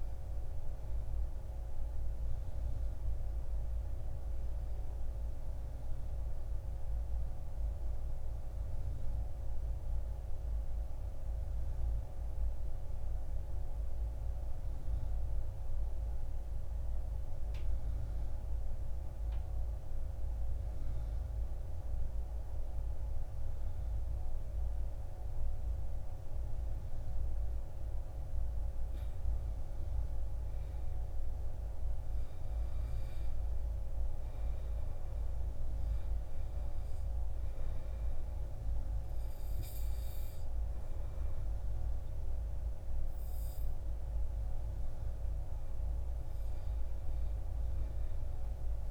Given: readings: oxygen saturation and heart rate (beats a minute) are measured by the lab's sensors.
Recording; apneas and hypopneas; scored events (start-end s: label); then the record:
breathing in sleep, hard to hear, by a room microphone; 1
0.00-3.50 s: arousal
7.50-26.50 s: mixed apnea (oxygen 99% before, 85% lowest, heart rate 54 before, 46 extreme, up 18 after)
18.50-48.91 s: oxygen desaturation (device-marked, oxygen 98% before, 85% lowest, heart rate 52 before, 46 extreme)
22.50-24.50 s: long interval between heartbeats (device-marked, heart rate 52 before, 53 extreme)
28.50-32.00 s: arousal
From the record:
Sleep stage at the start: N2 (light sleep); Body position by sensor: on the back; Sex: male